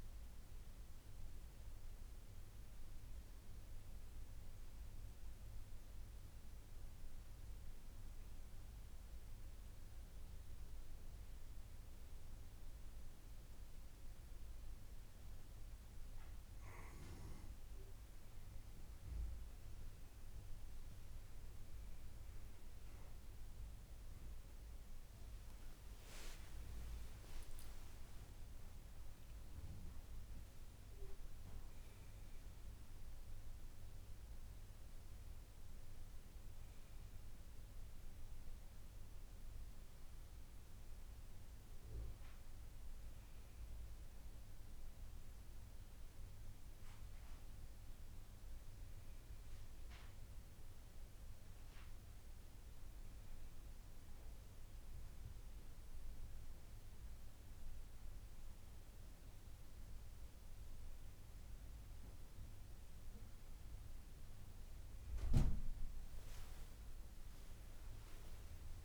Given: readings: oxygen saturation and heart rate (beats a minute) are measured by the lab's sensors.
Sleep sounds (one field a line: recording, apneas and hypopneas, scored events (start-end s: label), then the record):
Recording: a person awake in a sleep study, hard to hear, by a room microphone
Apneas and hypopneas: none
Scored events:
none scored
From the record:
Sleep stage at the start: awake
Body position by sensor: on the back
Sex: female